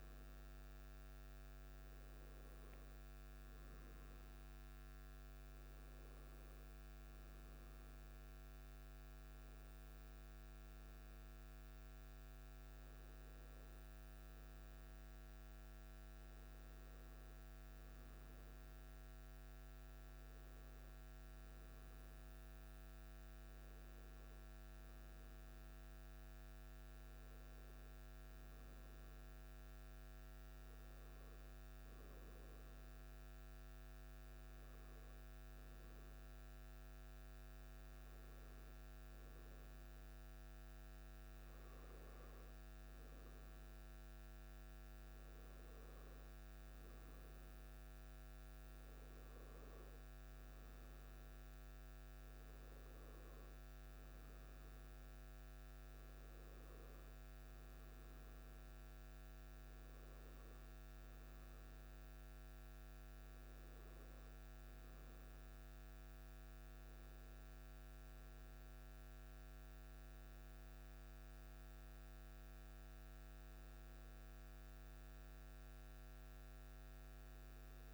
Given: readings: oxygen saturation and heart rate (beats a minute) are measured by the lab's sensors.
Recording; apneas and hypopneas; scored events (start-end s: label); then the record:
breathing in sleep, hard to hear, by a microphone on the trachea; none
none scored
From the record:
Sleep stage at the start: N1 (lightest sleep); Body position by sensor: on the back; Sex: male